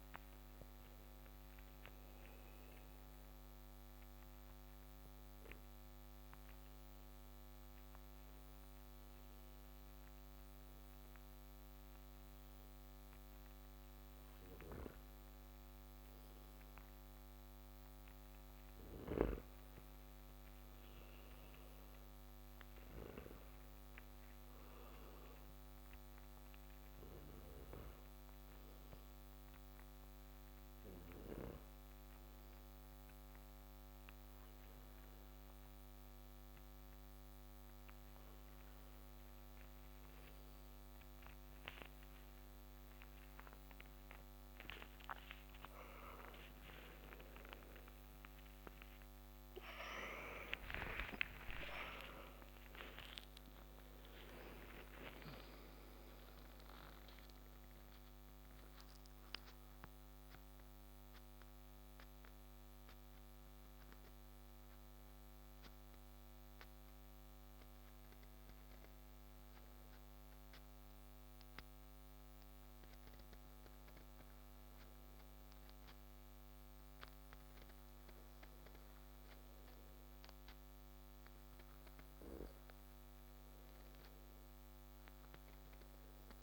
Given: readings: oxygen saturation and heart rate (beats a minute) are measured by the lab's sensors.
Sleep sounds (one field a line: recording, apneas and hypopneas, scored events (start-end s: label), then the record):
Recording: breathing in sleep by a microphone on the trachea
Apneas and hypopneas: 3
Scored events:
0.00-17.00 s: oxygen desaturation (device-marked, oxygen 89% lowest)
3.00-15.00 s: central apnea (oxygen 96% before, 89% lowest)
17.50-21.00 s: arousal
25.50-38.50 s: obstructive apnea (oxygen 97% before, 92% lowest)
29.00-42.00 s: oxygen desaturation (device-marked, oxygen 97% before, 92% lowest)
43.00-73.00 s: new sleep stage, N1 (lightest sleep)
44.00-51.00 s: arousal
51.00-65.00 s: oxygen desaturation (device-marked, oxygen 96% before, 93% lowest)
59.00-81.00 s: hypopnea (oxygen 96% before, 91% lowest)
73.00-86.43 s: new sleep stage, N2 (light sleep)
83.50-86.43 s: arousal
From the record:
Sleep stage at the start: N2 (light sleep)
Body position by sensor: on the back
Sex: male